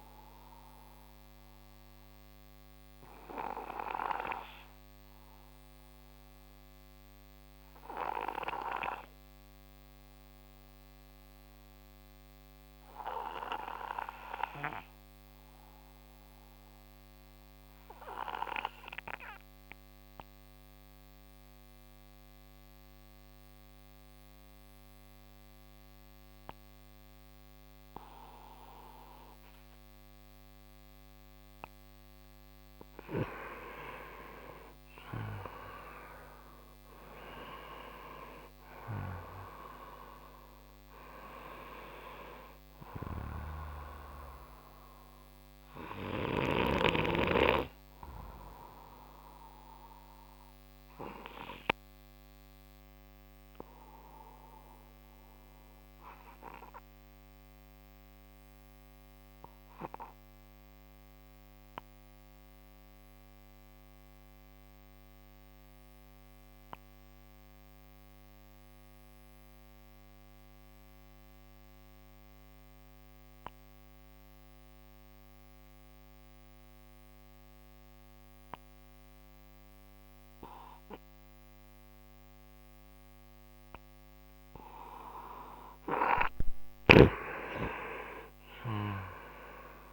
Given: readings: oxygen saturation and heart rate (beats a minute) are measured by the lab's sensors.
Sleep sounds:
breathing in sleep by a microphone on the trachea; 2
0.00-7.00 s: oxygen desaturation (device-marked, oxygen 87% lowest)
1.00-32.00 s: obstructive apnea (oxygen 95% before, 87% lowest)
26.00-66.00 s: oxygen desaturation (device-marked, oxygen 97% before, 89% lowest)
33.50-37.00 s: arousal
49.50-85.00 s: obstructive apnea (oxygen 97% before, 87% lowest)
82.00-89.93 s: oxygen desaturation (device-marked, oxygen 97% before, 87% lowest)
87.50-89.93 s: arousal
From the record:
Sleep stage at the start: N2 (light sleep); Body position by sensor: on the right side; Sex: male

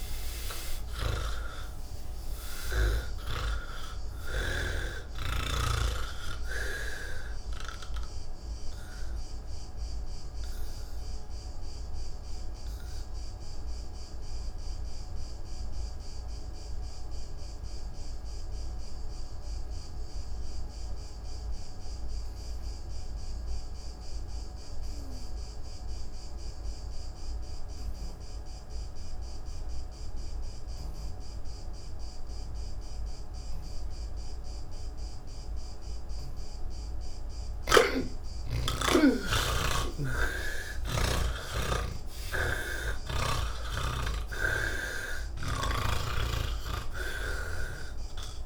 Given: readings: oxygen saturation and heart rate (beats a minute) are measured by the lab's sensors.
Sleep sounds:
breathing in sleep by a room microphone; 1
0.00-3.50 s: snoring (device-marked)
0.00-22.00 s: oxygen desaturation (device-marked, oxygen 75% lowest)
8.50-36.50 s: obstructive apnea (oxygen 98% before, 75% lowest)
33.00-48.46 s: oxygen desaturation (device-marked, oxygen 99% before, 77% lowest, heart rate 113 before, 167 extreme)
42.50-46.00 s: snoring (device-marked)
From the record:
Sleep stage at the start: N1 (lightest sleep); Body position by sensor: on the back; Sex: male

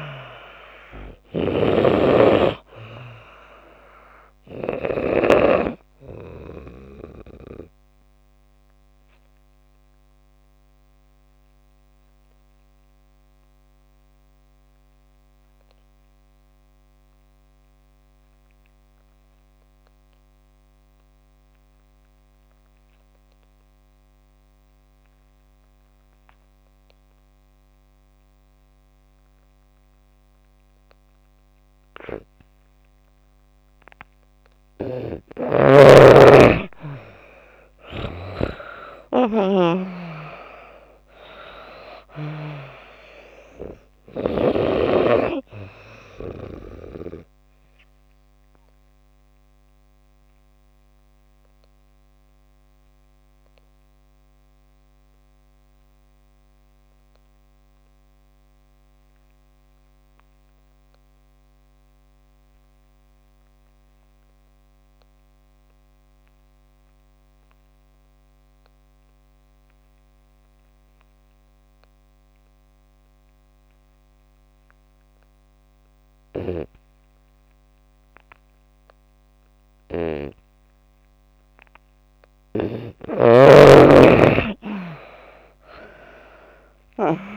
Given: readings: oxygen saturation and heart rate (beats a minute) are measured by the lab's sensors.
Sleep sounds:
breathing in sleep by a microphone on the trachea; 2
7.50-33.00 s: obstructive apnea (oxygen 97% before, 82% lowest)
9.50-28.50 s: oxygen desaturation (device-marked, oxygen 97% before, 82% lowest)
37.00-41.00 s: arousal
39.50-69.50 s: oxygen desaturation (device-marked, oxygen 97% before, 84% lowest)
48.50-81.50 s: obstructive apnea (oxygen 97% before, 79% lowest)
84.50-87.37 s: arousal
85.50-87.37 s: oxygen desaturation (device-marked, oxygen 96% before, 79% lowest)
From the record:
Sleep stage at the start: N2 (light sleep); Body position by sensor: on the back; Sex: female

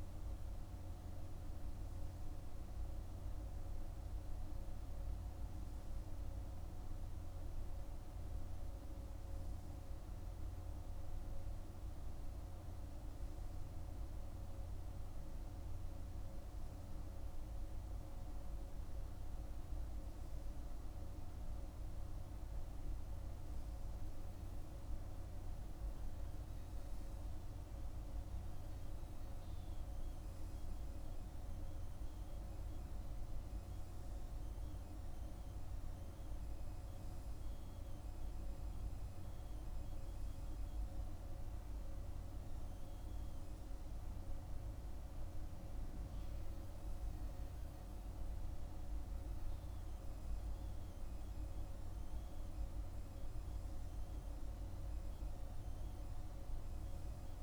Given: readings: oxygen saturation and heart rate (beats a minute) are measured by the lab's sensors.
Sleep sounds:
breathing in sleep, hard to hear, by a room microphone; none
none scored
From the record:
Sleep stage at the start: N3 (deep sleep); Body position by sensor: on the right side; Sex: male

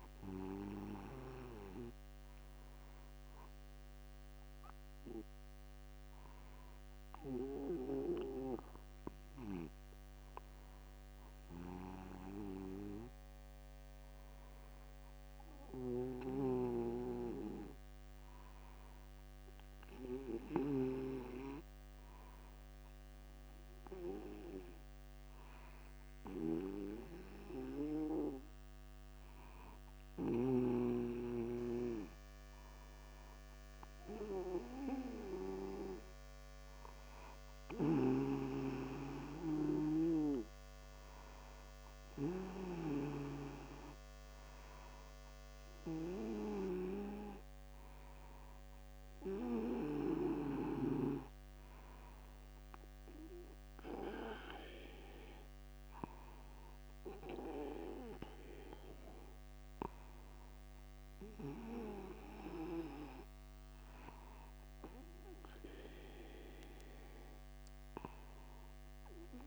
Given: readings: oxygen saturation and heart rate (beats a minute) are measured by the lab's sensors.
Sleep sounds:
breathing in sleep by a microphone on the trachea; none
none scored
From the record:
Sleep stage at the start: N2 (light sleep); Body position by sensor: upright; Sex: male

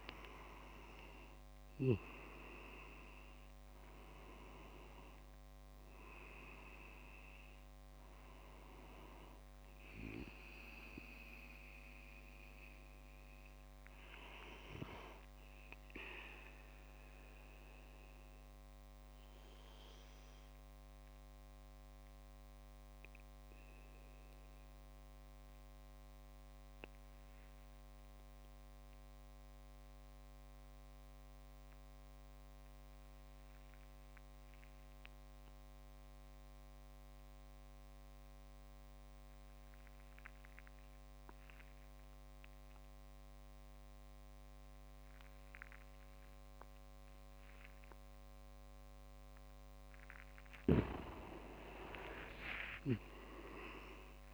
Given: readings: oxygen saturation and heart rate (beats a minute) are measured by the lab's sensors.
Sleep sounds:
breathing in sleep by a microphone on the trachea; 1
0.00-10.50 s: oxygen desaturation (device-marked, oxygen 93% lowest)
18.50-49.00 s: mixed apnea (oxygen 97% before, 93% lowest)
45.50-54.34 s: oxygen desaturation (device-marked, oxygen 99% before, 94% lowest, heart rate 43 before, 27 extreme)
50.50-54.00 s: arousal
51.50-54.34 s: leg movement (device-marked)
From the record:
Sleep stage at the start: N2 (light sleep); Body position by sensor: on the back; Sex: male

